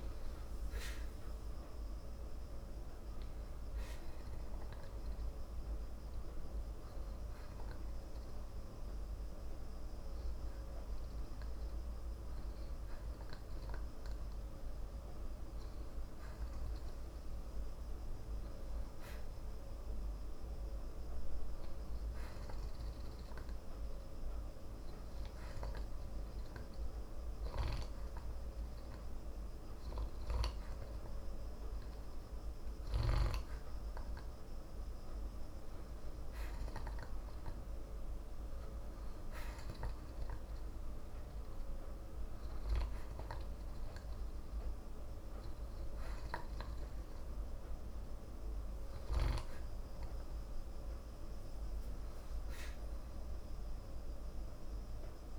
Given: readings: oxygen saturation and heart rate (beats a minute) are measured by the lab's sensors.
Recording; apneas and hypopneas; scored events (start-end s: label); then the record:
breathing in sleep by a room microphone; none
0.00-5.00 s: oxygen desaturation (device-marked, oxygen 89% lowest, heart rate 55 extreme)
From the record:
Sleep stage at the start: N2 (light sleep); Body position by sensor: on the back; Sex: male